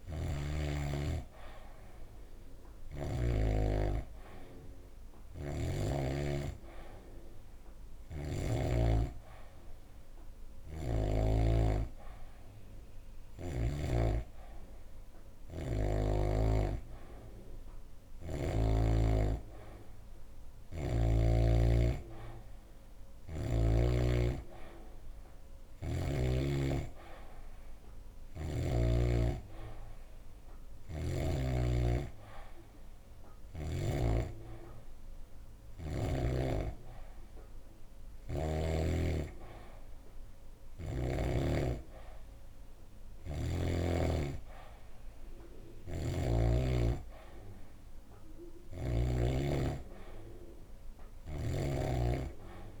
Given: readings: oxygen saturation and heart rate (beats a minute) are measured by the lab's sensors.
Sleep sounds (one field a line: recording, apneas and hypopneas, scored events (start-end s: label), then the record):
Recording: breathing in sleep by a room microphone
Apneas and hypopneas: none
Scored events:
0.00-3.00 s: snoring (device-marked)
5.00-8.50 s: snoring (device-marked)
45.50-49.00 s: snoring (device-marked)
From the record:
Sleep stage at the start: N2 (light sleep)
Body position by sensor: on the back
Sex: female